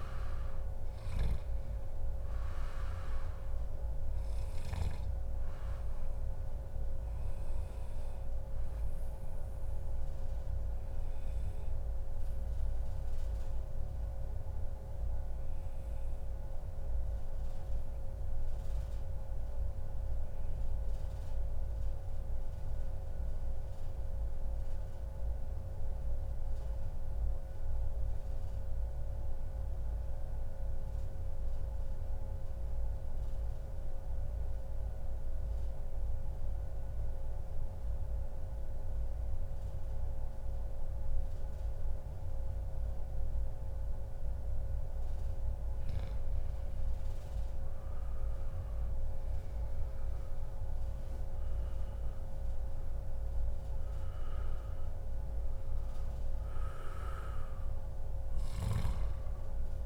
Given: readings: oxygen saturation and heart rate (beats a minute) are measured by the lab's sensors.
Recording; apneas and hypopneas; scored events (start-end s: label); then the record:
breathing in sleep, hard to hear, by a room microphone; 1
0.00-9.50 s: oxygen desaturation (device-marked, oxygen 93% lowest, heart rate 98 extreme)
12.00-14.00 s: long interval between heartbeats (device-marked, heart rate 118 before, 106 extreme)
14.50-44.50 s: mixed apnea (oxygen 96% before, 93% lowest, heart rate 116 before, 98 extreme, up 29 after)
45.50-59.86 s: oxygen desaturation (device-marked, oxygen 98% before, 93% lowest, heart rate 110 before, 112 extreme)
47.00-49.00 s: long interval between heartbeats (device-marked, heart rate 111 before, 122 extreme)
47.50-51.50 s: arousal
From the record:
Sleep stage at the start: N2 (light sleep); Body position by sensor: on the back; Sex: male